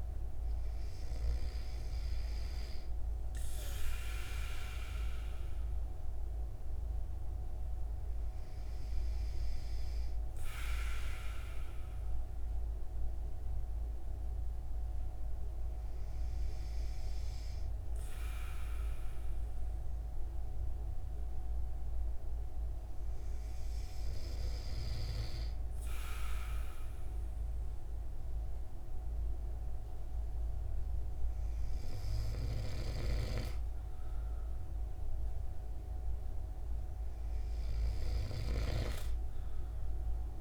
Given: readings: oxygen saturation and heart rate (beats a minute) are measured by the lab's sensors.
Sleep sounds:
breathing in sleep by a room microphone; 1
0.00-11.50 s: oxygen desaturation (device-marked, oxygen 94% lowest, heart rate 129 extreme)
11.00-32.00 s: hypopnea (oxygen 97% before, 93% lowest, heart rate 171 before, 100 extreme, up 45 after)
From the record:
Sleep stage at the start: N2 (light sleep); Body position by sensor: on the right side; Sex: male

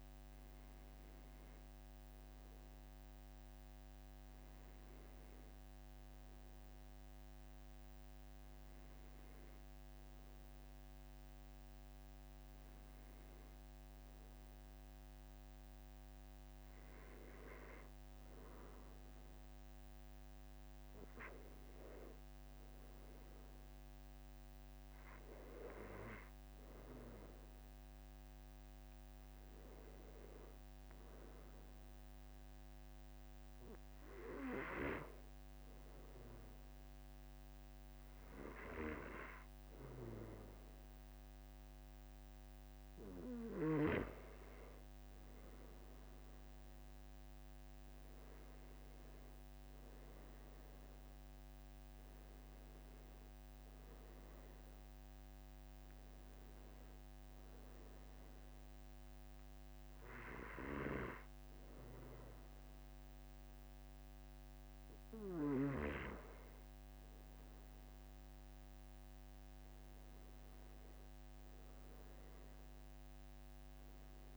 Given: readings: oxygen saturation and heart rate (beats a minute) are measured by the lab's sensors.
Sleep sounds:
breathing in sleep by a microphone on the trachea; none
none scored
From the record:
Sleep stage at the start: N1 (lightest sleep); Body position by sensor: on the back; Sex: male

